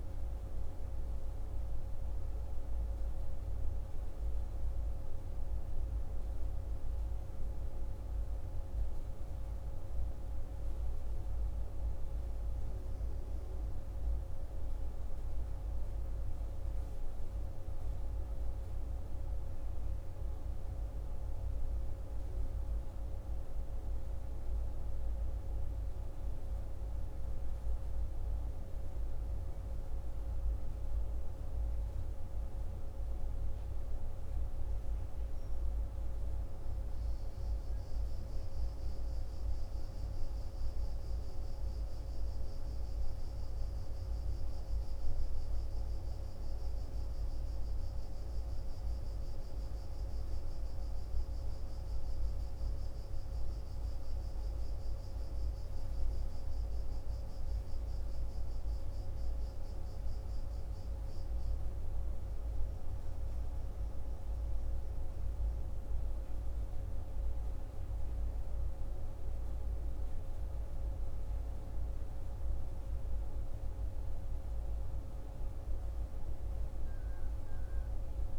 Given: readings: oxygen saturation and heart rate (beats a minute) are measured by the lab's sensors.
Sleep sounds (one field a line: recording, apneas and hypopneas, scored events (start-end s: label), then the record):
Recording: a person awake in a sleep study, hard to hear, by a room microphone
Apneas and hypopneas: none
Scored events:
none scored
From the record:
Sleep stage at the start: awake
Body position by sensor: on the right side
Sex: male